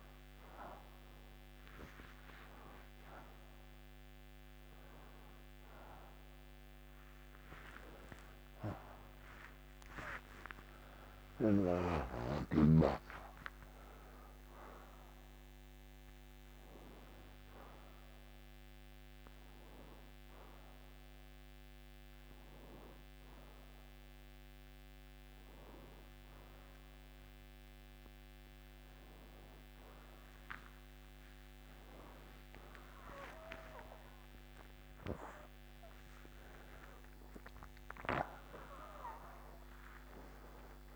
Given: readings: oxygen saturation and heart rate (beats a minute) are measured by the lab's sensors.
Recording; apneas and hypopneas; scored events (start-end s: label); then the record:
a person awake in a sleep study, by a microphone on the trachea; none
29.50-37.50 s: oxygen desaturation (device-marked, oxygen 92% before, 89% lowest, heart rate 90 before, 89 extreme)
From the record:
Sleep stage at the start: awake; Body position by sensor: on the right side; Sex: male